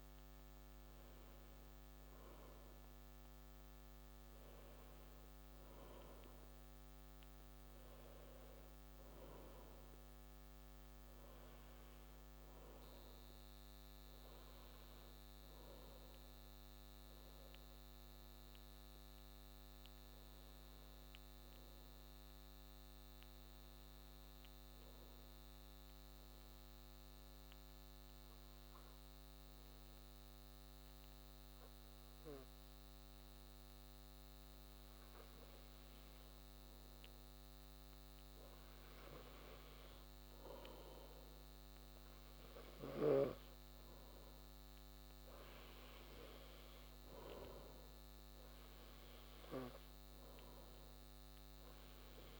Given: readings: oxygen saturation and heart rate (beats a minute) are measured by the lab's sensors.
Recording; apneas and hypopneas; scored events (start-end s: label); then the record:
breathing in sleep by a microphone on the trachea; 1
23.00-37.00 s: obstructive apnea (oxygen 96% before, 95% lowest, heart rate 155 before, 140 extreme)
39.50-42.50 s: arousal
From the record:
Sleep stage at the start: N2 (light sleep); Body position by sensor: on the back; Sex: male